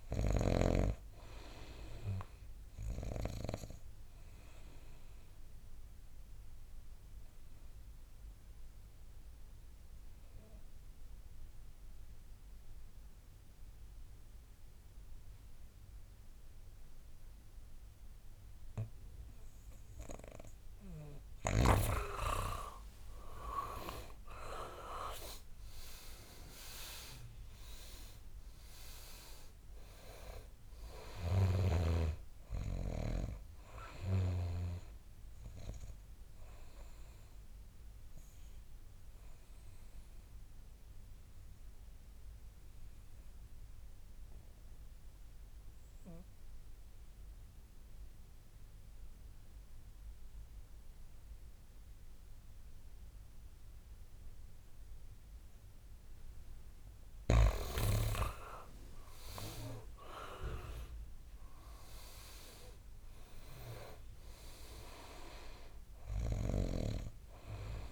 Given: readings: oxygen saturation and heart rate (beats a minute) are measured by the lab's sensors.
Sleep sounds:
breathing in sleep by a room microphone; 2
0.00-20.00 s: oxygen desaturation (device-marked, oxygen 89% lowest, heart rate 54 extreme)
3.50-20.00 s: obstructive apnea (oxygen 99% before, 86% lowest, heart rate 72 before, 54 extreme, up 26 after)
23.00-27.00 s: arousal
30.00-37.00 s: oxygen desaturation (device-marked, oxygen 99% before, 92% lowest, heart rate 73 before, 54 extreme)
36.50-56.50 s: obstructive apnea (oxygen 99% before, 86% lowest, heart rate 77 before, 57 extreme, up 28 after)
42.00-52.00 s: oxygen desaturation (device-marked, oxygen 93% before, 88% lowest, heart rate 72 before, 60 extreme)
60.00-63.50 s: arousal
65.00-67.92 s: oxygen desaturation (device-marked, oxygen 99% before, 86% lowest, heart rate 71 before, 55 extreme)
From the record:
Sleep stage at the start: N2 (light sleep); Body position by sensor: on the back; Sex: male

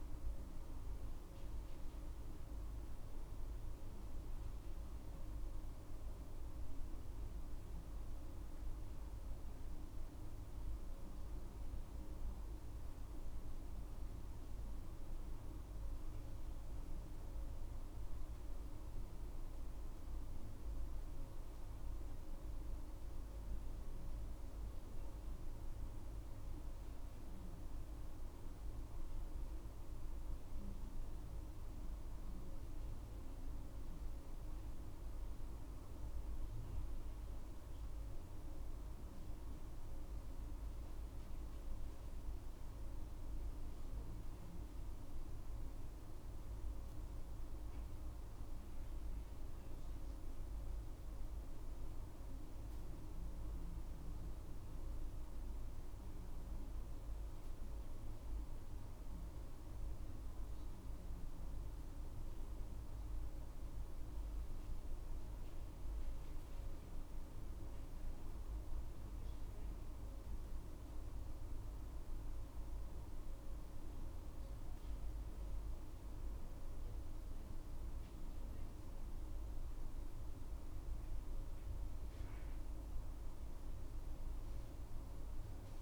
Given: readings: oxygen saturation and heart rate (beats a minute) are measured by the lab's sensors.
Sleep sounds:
breathing in sleep, hard to hear, by a room microphone; none
71.50-85.82 s: new sleep stage, N2 (light sleep)
From the record:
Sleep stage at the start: N1 (lightest sleep); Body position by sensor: on the right side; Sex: female

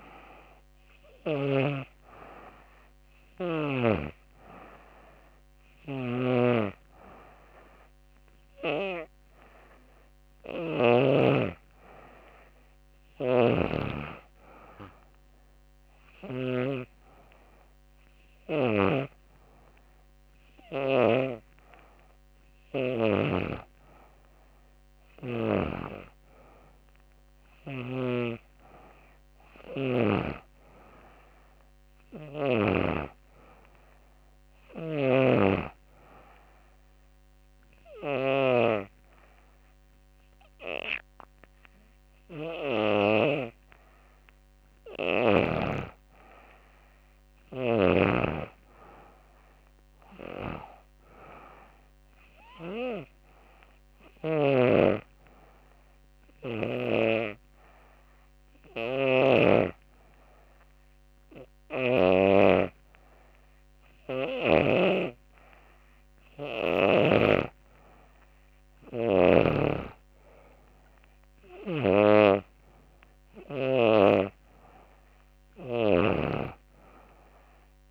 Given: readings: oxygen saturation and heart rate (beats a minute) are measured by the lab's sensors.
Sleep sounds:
breathing in sleep by a microphone on the trachea; 1
0.00-12.00 s: oxygen desaturation (device-marked, oxygen 93% before, 89% lowest, heart rate 87 before, 85 extreme)
5.00-10.50 s: snoring (device-marked)
44.00-47.50 s: arousal
50.00-63.00 s: oxygen desaturation (device-marked, oxygen 95% before, 91% lowest, heart rate 86 before, 85 extreme)
53.00-65.50 s: hypopnea (oxygen 95% before, 90% lowest, heart rate 87 before, 85 extreme, up 4 after)
68.00-77.91 s: oxygen desaturation (device-marked, oxygen 95% before, 90% lowest, heart rate 88 before, 86 extreme)
From the record:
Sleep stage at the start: N2 (light sleep); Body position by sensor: on the back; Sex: female

